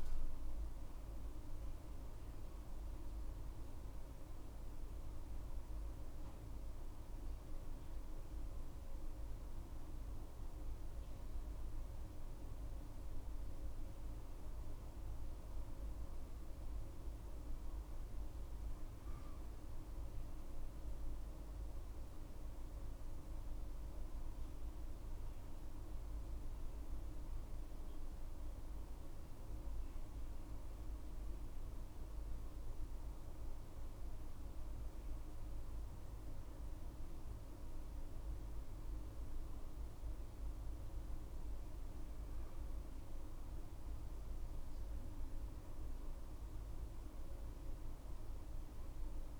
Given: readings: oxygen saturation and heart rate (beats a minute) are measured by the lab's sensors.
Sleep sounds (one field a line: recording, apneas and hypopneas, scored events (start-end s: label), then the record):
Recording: breathing in sleep, hard to hear, by a room microphone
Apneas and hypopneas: none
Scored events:
1.50-49.40 s: new sleep stage, N2 (light sleep)
From the record:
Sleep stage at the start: N1 (lightest sleep)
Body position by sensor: on the back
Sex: female